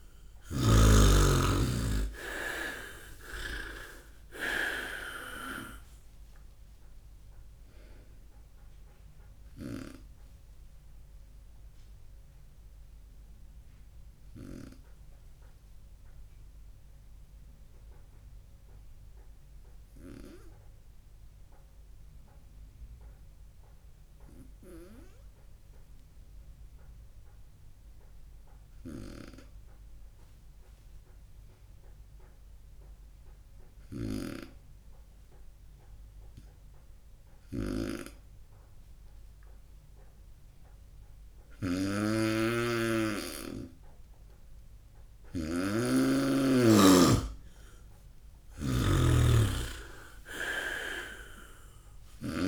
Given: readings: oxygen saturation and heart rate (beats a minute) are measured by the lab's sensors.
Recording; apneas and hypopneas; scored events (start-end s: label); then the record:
breathing in sleep by a room microphone; 1
0.00-3.50 s: arousal
0.00-3.50 s: snoring (device-marked)
11.00-43.50 s: obstructive apnea (oxygen 97% before, 92% lowest, heart rate 71 before, 58 extreme, up 7 after)
33.50-52.48 s: snoring (device-marked)
46.00-49.00 s: arousal
46.00-52.48 s: oxygen desaturation (device-marked, oxygen 98% before, 95% lowest, heart rate 66 before, 61 extreme)
From the record:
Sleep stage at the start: N2 (light sleep); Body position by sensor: on the right side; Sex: male